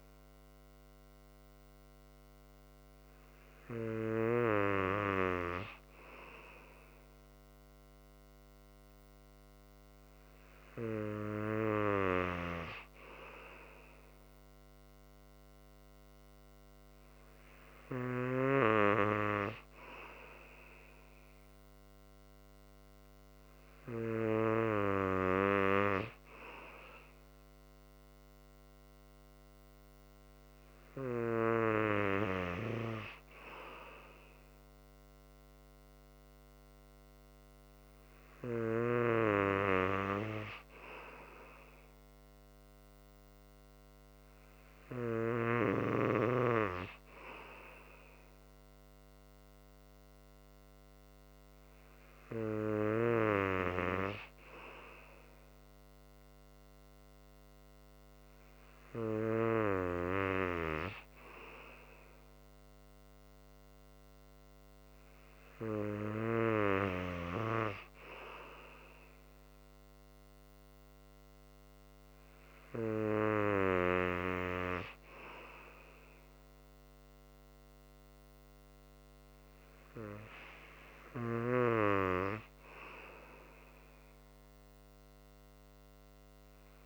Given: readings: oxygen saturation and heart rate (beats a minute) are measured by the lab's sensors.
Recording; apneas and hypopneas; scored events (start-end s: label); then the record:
breathing in sleep by a microphone on the trachea; none
none scored
From the record:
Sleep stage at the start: N3 (deep sleep); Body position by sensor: on the right side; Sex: male